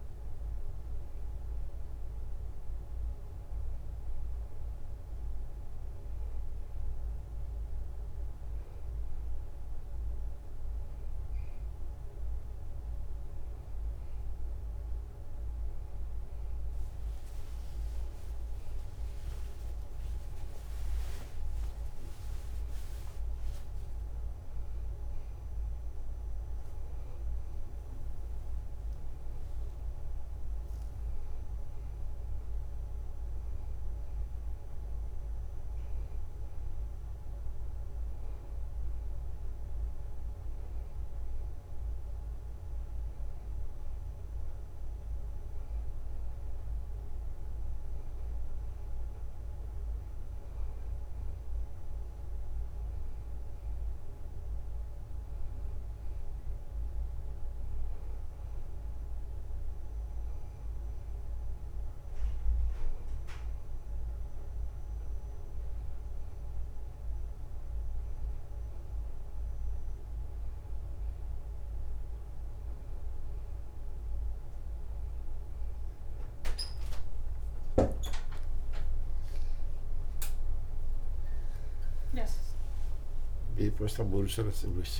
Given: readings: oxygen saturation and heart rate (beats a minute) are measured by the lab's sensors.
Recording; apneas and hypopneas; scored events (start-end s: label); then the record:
breathing in sleep, hard to hear, by a room microphone; none
29.50-33.50 s: arousal
75.50-85.00 s: new sleep stage, awake
83.50-85.00 s: snoring (device-marked)
From the record:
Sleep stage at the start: N2 (light sleep); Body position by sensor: on the back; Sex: male